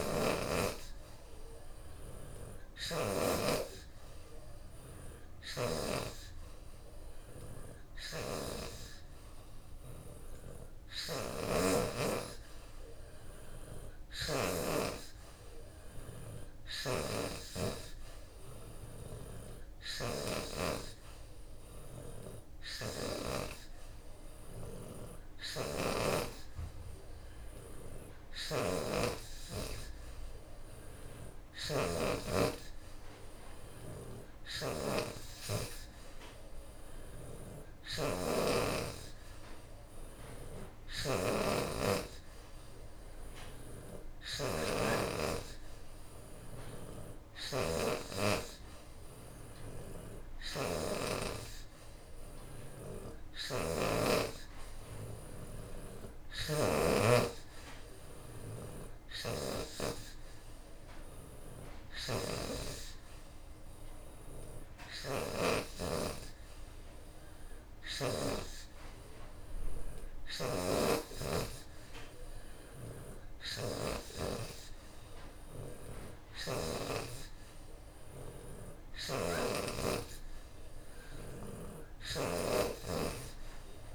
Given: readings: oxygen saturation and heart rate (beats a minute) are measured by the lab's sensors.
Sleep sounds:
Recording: breathing in sleep by a room microphone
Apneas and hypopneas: none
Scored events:
7.00-17.00 s: oxygen desaturation (device-marked, oxygen 77% before, 74% lowest, heart rate 91 before, 88 extreme)
19.00-27.00 s: oxygen desaturation (device-marked, oxygen 77% before, 74% lowest, heart rate 91 before, 89 extreme)
53.00-55.00 s: long interval between heartbeats (device-marked, heart rate 92 before, 94 extreme)
76.00-83.95 s: oxygen desaturation (device-marked, oxygen 77% before, 74% lowest, heart rate 93 before, 80 extreme)
79.50-81.50 s: long interval between heartbeats (device-marked, heart rate 92 before, 82 extreme)
From the record:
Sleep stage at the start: N3 (deep sleep)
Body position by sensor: on the back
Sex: female

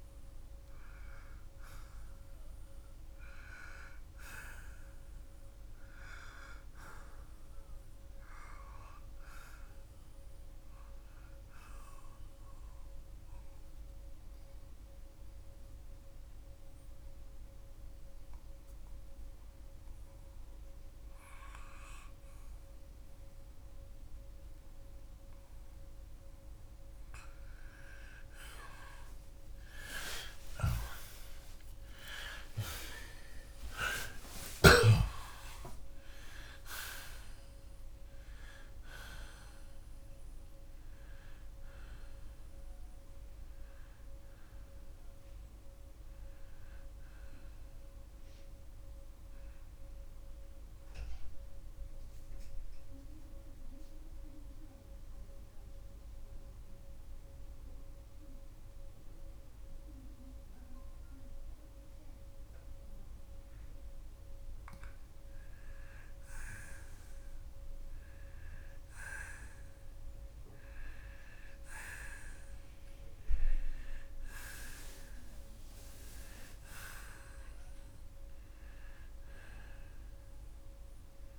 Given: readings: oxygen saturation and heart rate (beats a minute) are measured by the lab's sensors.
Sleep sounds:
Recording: breathing in sleep by a room microphone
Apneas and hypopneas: 2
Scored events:
0.00-6.50 s: oxygen desaturation (device-marked, oxygen 83% lowest, heart rate 67 extreme)
14.00-26.50 s: obstructive apnea (oxygen 95% before, 80% lowest)
16.50-39.50 s: oxygen desaturation (device-marked, oxygen 95% before, 83% lowest)
30.00-35.00 s: arousal
50.50-64.00 s: central apnea (oxygen 89% before, 80% lowest)
65.50-69.50 s: arousal
67.50-81.39 s: oxygen desaturation (device-marked, oxygen 88% before, 80% lowest)
From the record:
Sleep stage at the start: N2 (light sleep)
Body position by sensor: on the left side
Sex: male

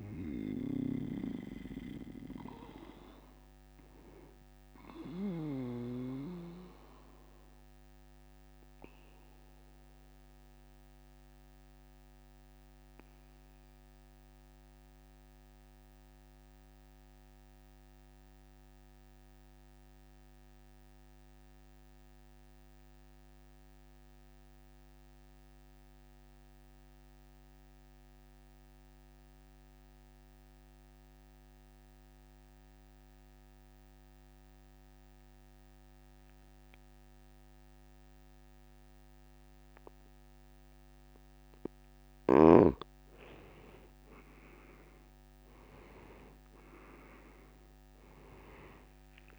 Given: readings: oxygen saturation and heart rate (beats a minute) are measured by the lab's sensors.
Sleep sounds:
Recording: breathing in sleep by a microphone on the trachea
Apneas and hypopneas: 1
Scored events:
0.00-23.50 s: oxygen desaturation (device-marked, oxygen 83% lowest, heart rate 49 extreme)
5.00-42.00 s: obstructive apnea (oxygen 95% before, 83% lowest, heart rate 56 before, 42 extreme, up 21 after)
44.50-49.39 s: oxygen desaturation (device-marked, oxygen 96% before, 92% lowest, heart rate 56 before, 42 extreme)
From the record:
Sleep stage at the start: N2 (light sleep)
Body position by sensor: on the back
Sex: male

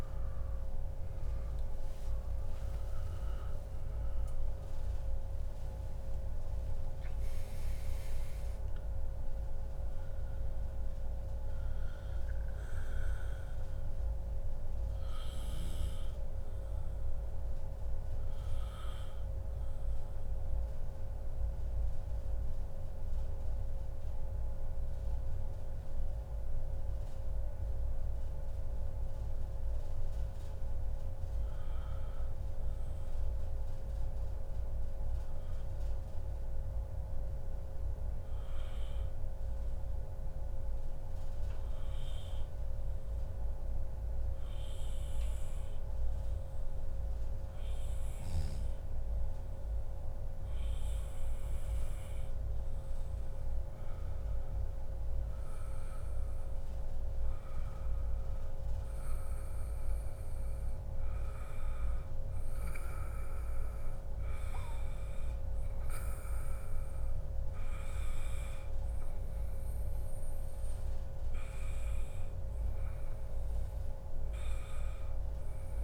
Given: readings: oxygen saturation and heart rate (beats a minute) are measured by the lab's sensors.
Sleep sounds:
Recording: breathing in sleep, hard to hear, by a room microphone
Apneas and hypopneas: 1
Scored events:
0.00-7.00 s: oxygen desaturation (device-marked, oxygen 99% before, 93% lowest, heart rate 143 before, 88 extreme)
6.00-10.00 s: arousal
16.00-53.00 s: obstructive apnea (oxygen 98% before, 92% lowest, heart rate 138 before, 88 extreme, up 1 after)
55.00-58.00 s: arousal
From the record:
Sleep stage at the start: N2 (light sleep)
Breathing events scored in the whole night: 247 in 4.9 hours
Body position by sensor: on the back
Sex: male

